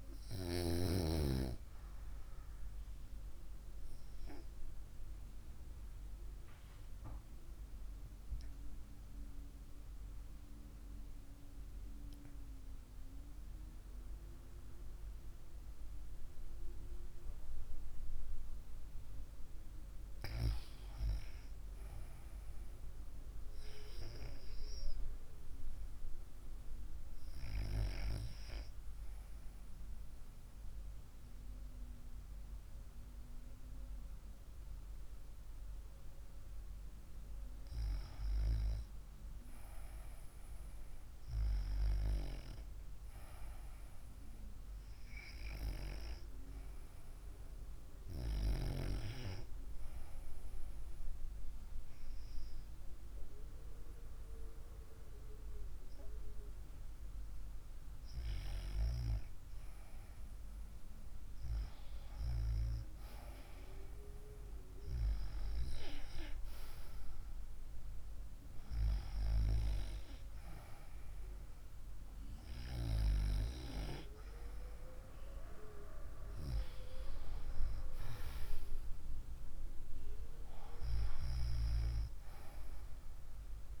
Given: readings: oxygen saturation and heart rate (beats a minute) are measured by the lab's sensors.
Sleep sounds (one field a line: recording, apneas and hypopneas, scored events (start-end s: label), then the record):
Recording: breathing in sleep by a room microphone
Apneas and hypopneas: 2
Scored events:
4.50-19.50 s: obstructive apnea (oxygen 96% before, 91% lowest, heart rate 64 before, 58 extreme, up 1 after)
21.50-25.00 s: arousal
25.50-38.50 s: oxygen desaturation (device-marked, oxygen 94% before, 91% lowest, heart rate 63 before, 60 extreme)
50.50-60.50 s: hypopnea (oxygen 94% before, 91% lowest, heart rate 64 before, 65 extreme, up 2 after)
61.50-66.00 s: arousal
From the record:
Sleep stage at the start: REM sleep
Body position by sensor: on the right side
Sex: female